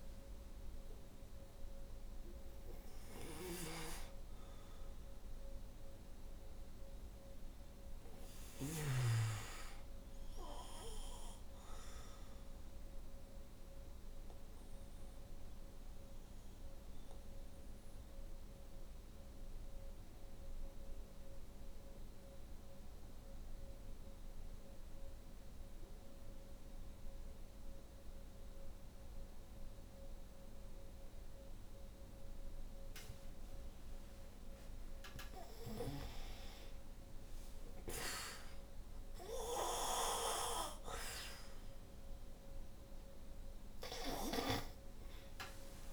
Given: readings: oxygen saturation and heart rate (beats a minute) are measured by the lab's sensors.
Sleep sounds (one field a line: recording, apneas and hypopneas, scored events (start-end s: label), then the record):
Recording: breathing in sleep by a room microphone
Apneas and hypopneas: 1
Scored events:
0.00-29.50 s: oxygen desaturation (device-marked, oxygen 79% lowest, heart rate 49 extreme)
2.00-8.00 s: snoring (device-marked)
5.50-33.00 s: obstructive apnea (oxygen 98% before, 79% lowest, heart rate 65 before, 49 extreme, up 9 after)
37.50-45.93 s: oxygen desaturation (device-marked, oxygen 97% before, 82% lowest, heart rate 58 before, 53 extreme)
From the record:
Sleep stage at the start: N2 (light sleep)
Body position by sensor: on the back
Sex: female